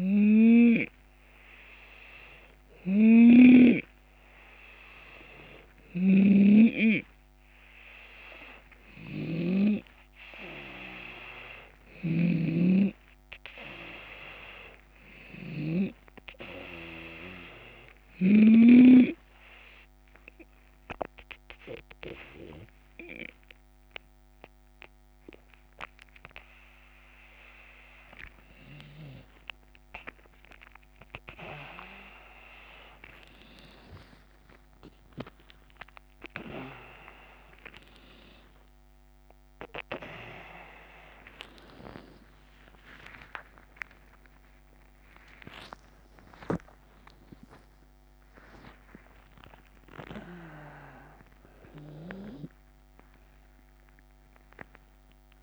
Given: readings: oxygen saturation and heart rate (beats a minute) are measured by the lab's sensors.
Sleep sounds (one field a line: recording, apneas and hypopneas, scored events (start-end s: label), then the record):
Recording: breathing in sleep by a microphone on the trachea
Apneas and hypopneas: 1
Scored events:
0.00-3.00 s: snoring (device-marked)
5.00-9.00 s: snoring (device-marked)
7.00-11.00 s: arousal
18.50-28.50 s: obstructive apnea (oxygen 93% before, 90% lowest)
30.50-36.00 s: arousal
33.00-35.00 s: long interval between heartbeats (device-marked)
45.00-55.43 s: new sleep stage, N1 (lightest sleep)
49.50-51.50 s: long interval between heartbeats (device-marked)
52.50-54.50 s: long interval between heartbeats (device-marked)
54.00-55.43 s: arousal
From the record:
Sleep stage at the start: N2 (light sleep)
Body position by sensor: on the left side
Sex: male